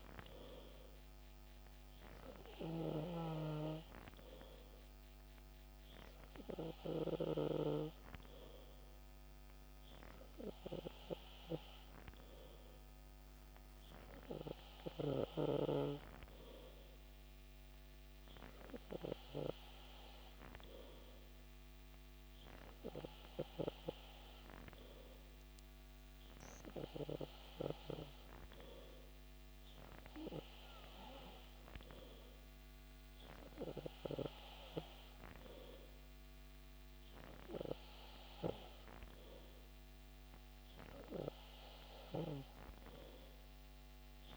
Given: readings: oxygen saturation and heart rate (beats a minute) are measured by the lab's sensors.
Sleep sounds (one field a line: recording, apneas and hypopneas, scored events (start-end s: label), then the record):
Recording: breathing in sleep by a microphone on the trachea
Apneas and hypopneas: none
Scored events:
none scored
From the record:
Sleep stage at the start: N3 (deep sleep)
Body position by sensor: on the back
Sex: male